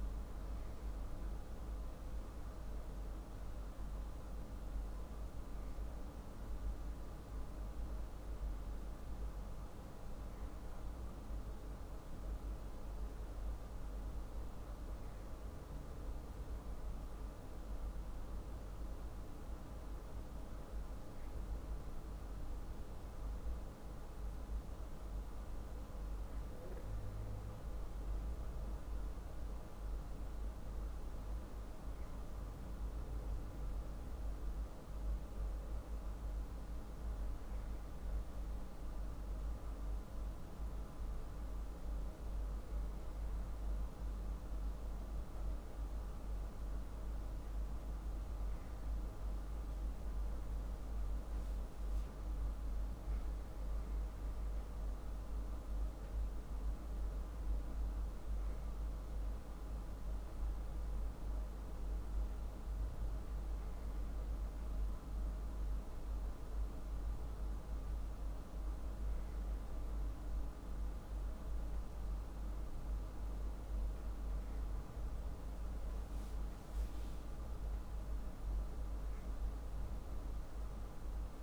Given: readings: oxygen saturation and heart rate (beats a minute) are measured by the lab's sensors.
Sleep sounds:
breathing in sleep, hard to hear, by a room microphone; none
none scored
From the record:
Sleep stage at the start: N2 (light sleep); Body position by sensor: on the back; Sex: male

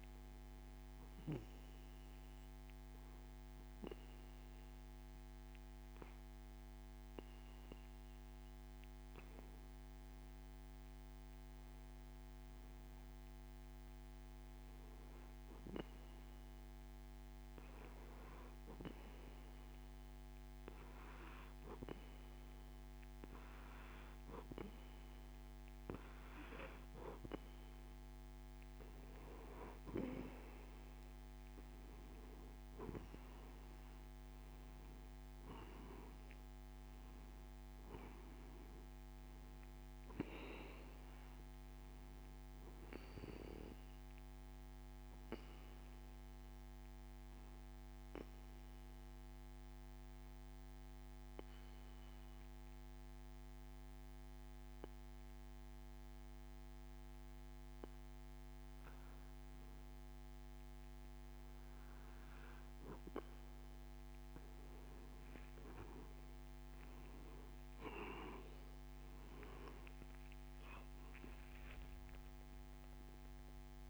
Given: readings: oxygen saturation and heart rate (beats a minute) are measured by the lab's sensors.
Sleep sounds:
breathing in sleep by a microphone on the trachea; 2
0.00-12.00 s: oxygen desaturation (device-marked, oxygen 94% lowest)
2.50-26.00 s: hypopnea (oxygen 98% before, 93% lowest)
31.50-36.50 s: arousal
46.00-61.50 s: mixed apnea (oxygen 96% before, 93% lowest)
70.00-73.90 s: arousal
From the record:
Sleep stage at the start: N2 (light sleep); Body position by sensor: on the back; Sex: male

